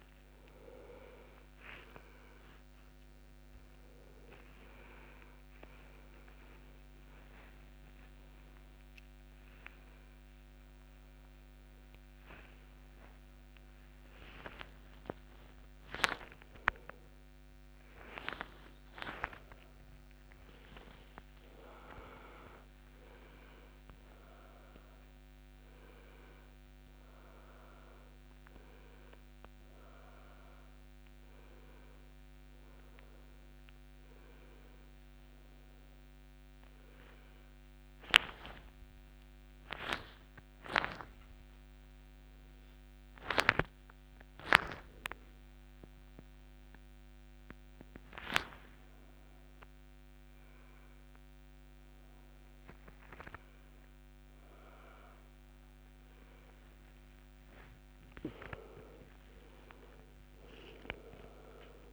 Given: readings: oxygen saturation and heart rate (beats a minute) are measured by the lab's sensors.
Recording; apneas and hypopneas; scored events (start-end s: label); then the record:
a person awake in a sleep study, by a microphone on the trachea; none
8.50-12.50 s: oxygen desaturation (device-marked, oxygen 96% before, 94% lowest, heart rate 117 before, 25 extreme)
From the record:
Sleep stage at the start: awake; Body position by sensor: upright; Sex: male